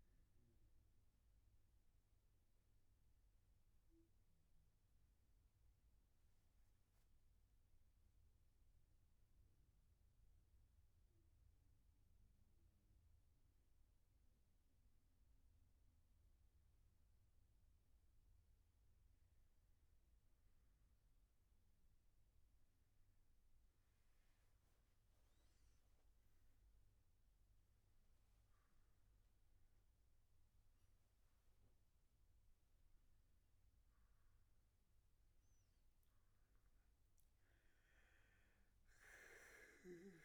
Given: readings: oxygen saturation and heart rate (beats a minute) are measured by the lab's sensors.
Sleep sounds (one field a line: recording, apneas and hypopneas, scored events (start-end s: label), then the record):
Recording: breathing in sleep, hard to hear, by a room microphone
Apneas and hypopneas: 1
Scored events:
0.00-10.00 s: oxygen desaturation (device-marked, oxygen 91% lowest, heart rate 123 extreme)
3.00-17.00 s: hypopnea (oxygen 95% before, 91% lowest, heart rate 130 before, 118 extreme, up 2 after)
From the record:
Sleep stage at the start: N3 (deep sleep)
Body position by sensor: on the back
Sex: male